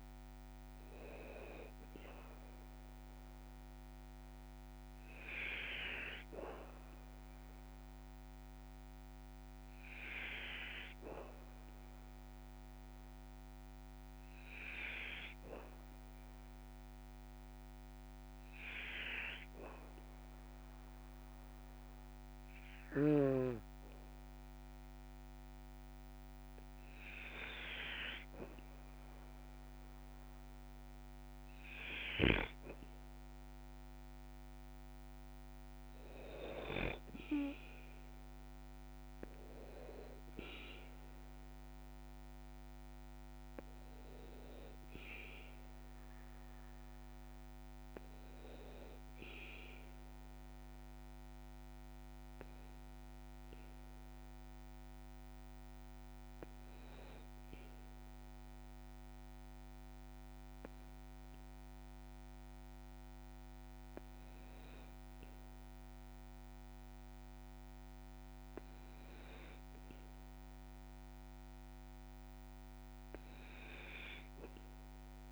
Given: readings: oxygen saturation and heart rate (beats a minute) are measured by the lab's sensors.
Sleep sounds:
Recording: breathing in sleep by a microphone on the trachea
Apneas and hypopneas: 2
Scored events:
0.00-2.50 s: arousal
14.50-27.50 s: hypopnea (oxygen 97% before, 95% lowest, heart rate 55 before, 54 extreme, up 3 after)
29.00-32.00 s: arousal
50.00-64.00 s: hypopnea (oxygen 96% before, 95% lowest, heart rate 56 before, 51 extreme, up 2 after)
66.50-70.50 s: arousal
From the record:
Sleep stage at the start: N2 (light sleep)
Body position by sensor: on the back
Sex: male

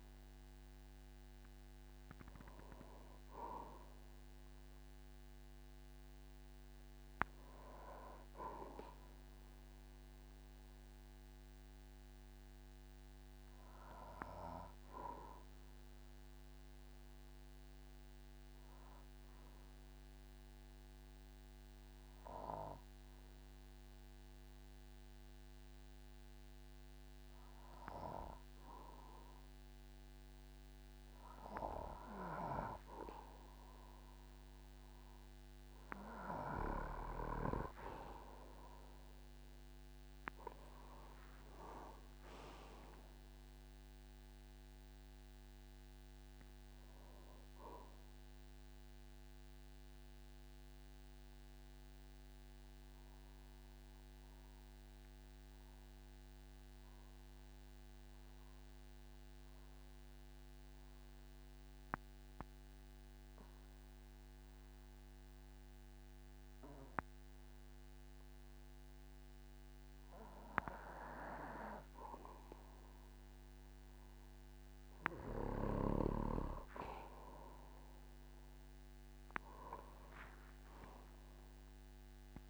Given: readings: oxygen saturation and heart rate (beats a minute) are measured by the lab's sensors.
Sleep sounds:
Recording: breathing in sleep by a microphone on the trachea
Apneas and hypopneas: 2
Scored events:
0.00-9.50 s: oxygen desaturation (device-marked, oxygen 93% lowest, heart rate 48 extreme)
10.50-13.50 s: arousal
15.50-31.00 s: obstructive apnea (oxygen 97% before, 92% lowest, heart rate 61 before, 45 extreme, up 4 after)
37.50-56.50 s: oxygen desaturation (device-marked, oxygen 98% before, 92% lowest, heart rate 50 before, 45 extreme)
40.00-45.00 s: arousal
41.50-43.50 s: long interval between heartbeats (device-marked, heart rate 51 before, 69 extreme)
49.50-71.00 s: mixed apnea (oxygen 98% before, 92% lowest, heart rate 60 before, 45 extreme, up 8 after)
77.00-81.50 s: arousal
81.50-82.50 s: oxygen desaturation (device-marked, oxygen 99% before, 94% lowest, heart rate 51 before, 46 extreme)
From the record:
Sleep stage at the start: N2 (light sleep)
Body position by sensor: on the back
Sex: male

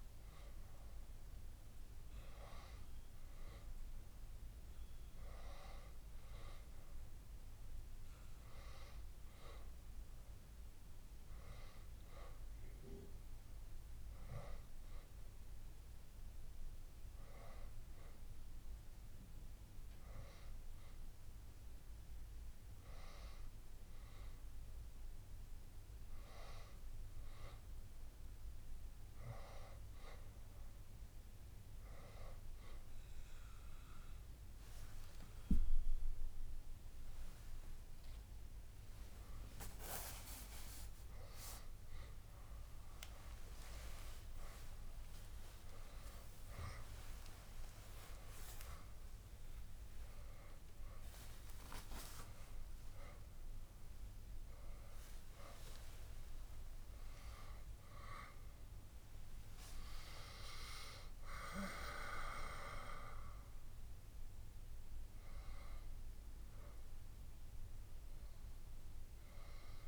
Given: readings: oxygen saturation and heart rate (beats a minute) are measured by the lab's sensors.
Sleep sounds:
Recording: breathing in sleep by a room microphone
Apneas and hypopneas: 1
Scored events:
23.50-28.00 s: arousal
31.50-42.50 s: hypopnea (oxygen 93% before, 90% lowest, heart rate 70 before, 71 extreme, up 4 after)
45.00-49.50 s: arousal
57.00-61.00 s: oxygen desaturation (device-marked, oxygen 93% before, 90% lowest, heart rate 73 before, 69 extreme)
From the record:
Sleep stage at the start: N2 (light sleep)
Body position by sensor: on the back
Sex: female

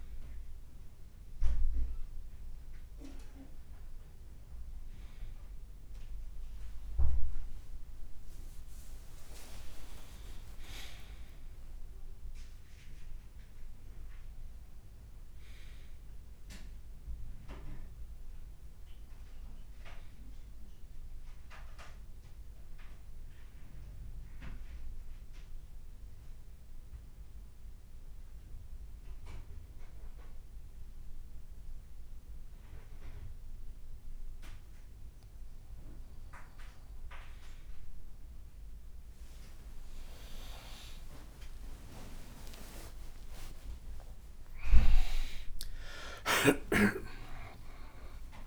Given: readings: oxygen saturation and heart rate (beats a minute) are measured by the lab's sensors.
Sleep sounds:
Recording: breathing in sleep by a room microphone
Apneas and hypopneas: 1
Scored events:
5.00-13.50 s: leg movement (device-marked)
9.00-11.00 s: long interval between heartbeats (device-marked, heart rate 59 before, 77 extreme)
9.50-14.00 s: arousal
16.00-33.00 s: oxygen desaturation (device-marked, oxygen 98% before, 94% lowest, heart rate 66 before, 58 extreme)
24.50-34.50 s: central apnea (oxygen 99% before, 93% lowest, heart rate 66 before, 58 extreme, up 20 after)
43.00-45.00 s: tachycardia (device-marked, heart rate 63 before, 91 extreme)
43.50-45.50 s: long interval between heartbeats (device-marked, heart rate 60 before, 89 extreme)
45.00-48.46 s: new sleep stage, awake
46.00-48.00 s: long interval between heartbeats (device-marked, heart rate 65 before, 105 extreme)
From the record:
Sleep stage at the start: N1 (lightest sleep)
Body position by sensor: on the right side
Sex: male

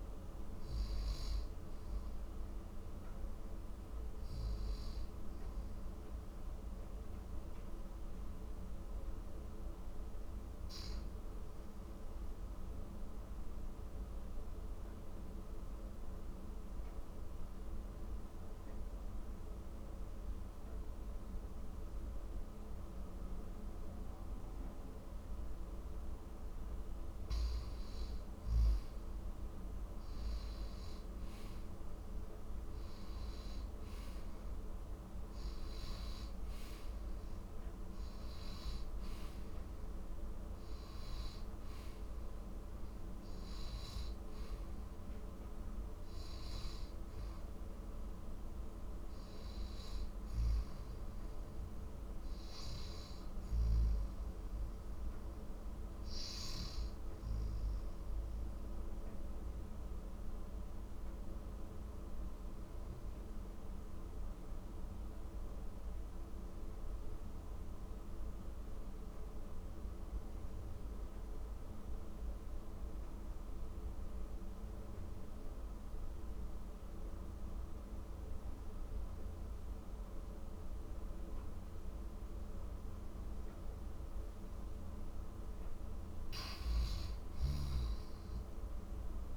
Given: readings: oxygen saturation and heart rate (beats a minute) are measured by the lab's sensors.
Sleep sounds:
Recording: breathing in sleep, hard to hear, by a room microphone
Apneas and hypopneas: 2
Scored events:
0.00-8.50 s: oxygen desaturation (device-marked, oxygen 92% lowest, heart rate 50 extreme)
12.50-26.00 s: obstructive apnea (oxygen 95% before, 92% lowest, heart rate 59 before, 58 extreme, up 9 after)
28.00-33.00 s: arousal
38.50-64.50 s: oxygen desaturation (device-marked, oxygen 97% before, 92% lowest, heart rate 64 before, 51 extreme)
50.50-89.37 s: new sleep stage, N2 (light sleep)
57.00-85.00 s: mixed apnea (oxygen 97% before, 91% lowest, heart rate 65 before, 51 extreme, up 13 after)
86.50-89.37 s: arousal
From the record:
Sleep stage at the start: N1 (lightest sleep)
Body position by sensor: on the back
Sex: male

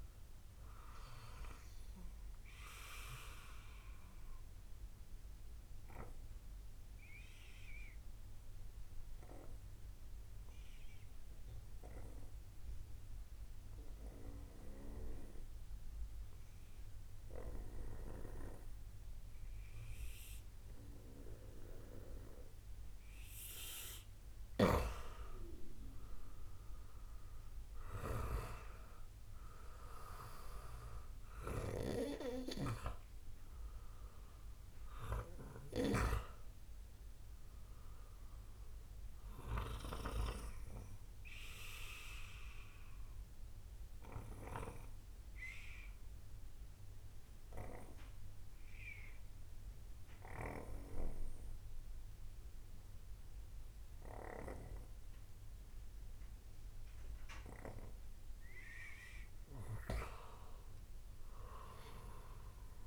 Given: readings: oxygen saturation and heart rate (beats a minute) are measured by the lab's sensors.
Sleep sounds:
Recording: breathing in sleep by a room microphone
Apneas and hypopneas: 2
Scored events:
3.50-23.00 s: obstructive apnea (oxygen 97% before, 93% lowest, heart rate 59 before, 45 extreme, up 15 after)
23.00-53.00 s: oxygen desaturation (device-marked, oxygen 97% before, 93% lowest, heart rate 63 before, 25 extreme)
26.00-29.50 s: arousal
38.50-56.50 s: obstructive apnea (oxygen 97% before, 93% lowest, heart rate 55 before, 25 extreme, up 3 after)
60.00-62.50 s: arousal
From the record:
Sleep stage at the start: N2 (light sleep)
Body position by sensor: on the right side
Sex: male

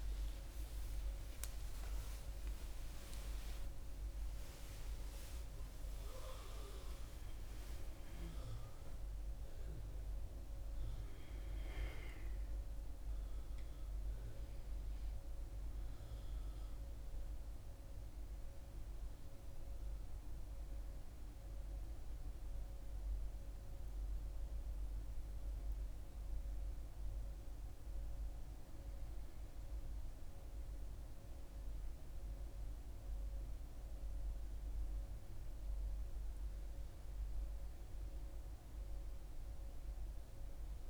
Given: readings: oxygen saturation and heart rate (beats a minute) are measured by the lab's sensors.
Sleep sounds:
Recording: a person partly awake in a sleep study, hard to hear, by a room microphone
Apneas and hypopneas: none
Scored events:
13.00-40.89 s: new sleep stage, N1 (lightest sleep)
From the record:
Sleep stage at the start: awake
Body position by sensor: on the back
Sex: female

